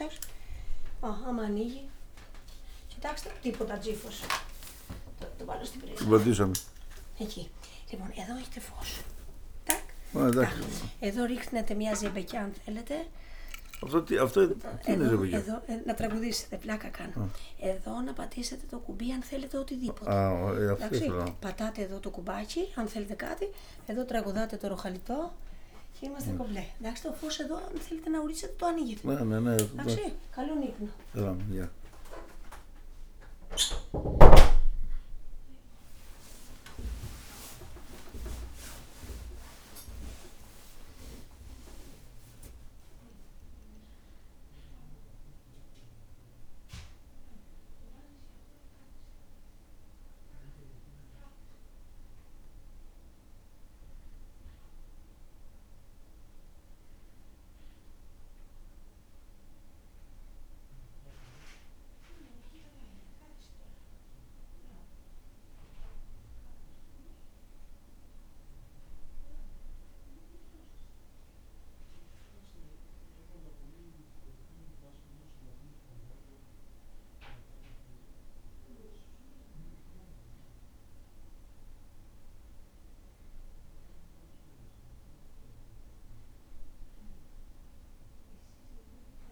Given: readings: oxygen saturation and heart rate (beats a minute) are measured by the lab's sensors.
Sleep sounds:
a person partly awake in a sleep study, by a room microphone; none
4.50-6.50 s: long interval between heartbeats (device-marked, heart rate 62 before, 66 extreme)
6.50-14.50 s: snoring (device-marked)
6.50-36.50 s: new sleep stage, awake
9.00-11.00 s: long interval between heartbeats (device-marked, heart rate 63 before, 85 extreme)
11.50-13.50 s: long interval between heartbeats (device-marked, heart rate 66 before, 89 extreme)
14.50-16.50 s: long interval between heartbeats (device-marked, heart rate 71 before, 78 extreme)
36.50-89.32 s: new sleep stage, N1 (lightest sleep)
From the record:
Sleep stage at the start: N1 (lightest sleep); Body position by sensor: on the back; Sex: male

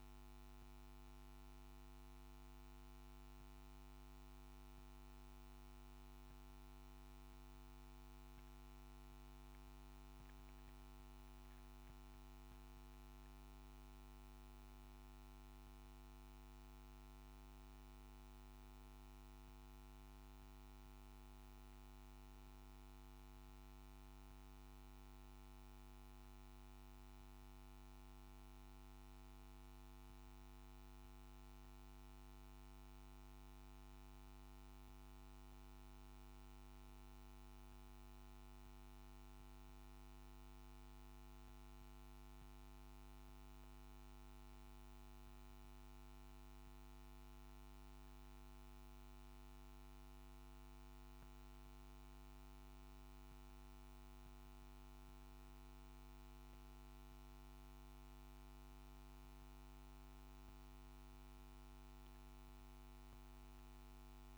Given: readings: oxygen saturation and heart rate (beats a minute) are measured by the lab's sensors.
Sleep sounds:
breathing in sleep, hard to hear, by a microphone on the trachea; none
none scored
From the record:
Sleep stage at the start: N2 (light sleep); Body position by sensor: on the back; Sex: male

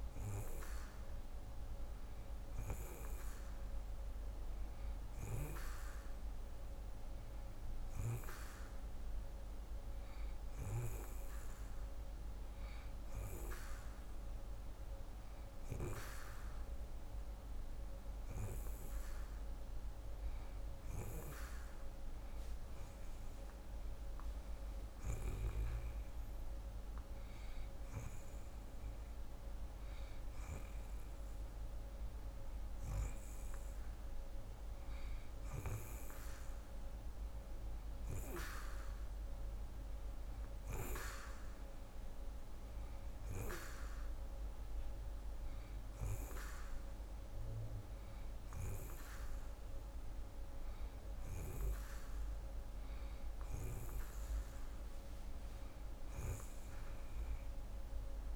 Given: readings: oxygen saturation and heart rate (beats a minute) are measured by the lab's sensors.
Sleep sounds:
breathing in sleep by a room microphone; none
none scored
From the record:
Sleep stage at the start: N2 (light sleep); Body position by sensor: on the right side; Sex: female

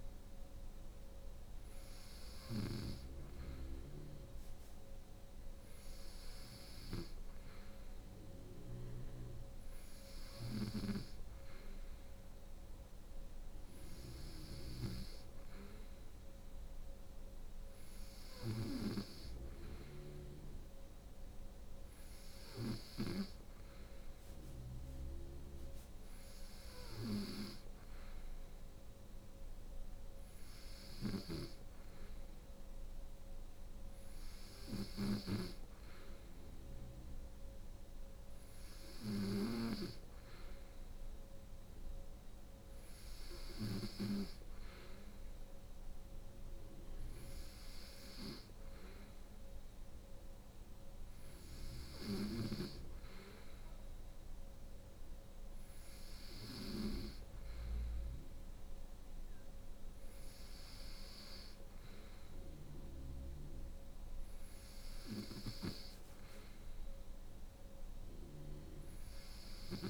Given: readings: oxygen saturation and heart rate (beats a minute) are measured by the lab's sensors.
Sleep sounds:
breathing in sleep by a room microphone; none
0.00-43.00 s: snoring (device-marked)
51.00-56.00 s: snoring (device-marked)
64.50-69.90 s: snoring (device-marked)
From the record:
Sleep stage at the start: N2 (light sleep); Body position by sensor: on the right side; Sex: female

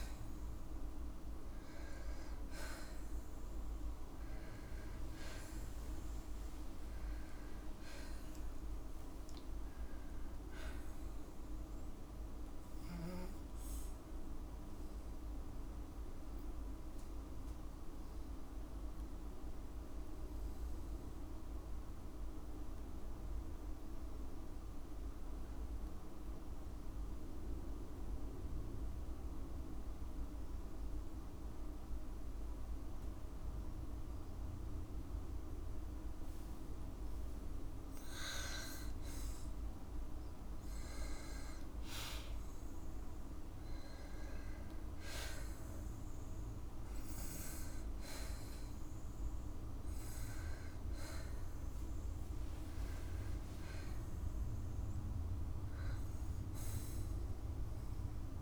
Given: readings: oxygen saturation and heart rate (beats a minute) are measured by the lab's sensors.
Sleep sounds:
breathing in sleep, hard to hear, by a room microphone; 1
9.50-11.50 s: long interval between heartbeats (device-marked, heart rate 58 before, 79 extreme)
16.00-36.50 s: obstructive apnea (oxygen 98% before, 94% lowest, heart rate 65 before, 52 extreme, up 5 after)
27.00-44.00 s: oxygen desaturation (device-marked, oxygen 98% before, 94% lowest, heart rate 63 before, 53 extreme)
44.00-49.00 s: arousal
From the record:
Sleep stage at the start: N2 (light sleep); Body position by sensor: on the left side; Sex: female

